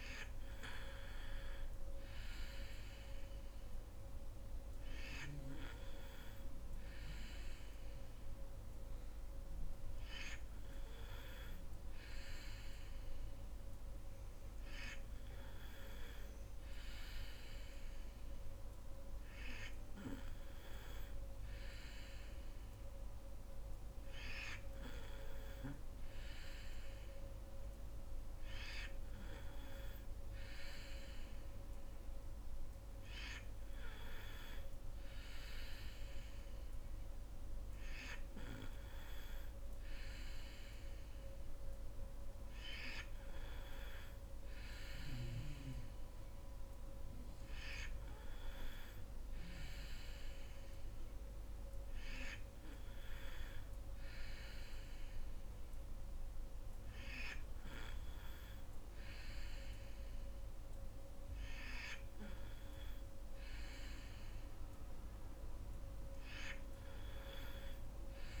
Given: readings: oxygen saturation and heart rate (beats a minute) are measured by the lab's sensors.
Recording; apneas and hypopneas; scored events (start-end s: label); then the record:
breathing in sleep by a room microphone; none
none scored
From the record:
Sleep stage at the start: N3 (deep sleep); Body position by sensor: on the back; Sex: female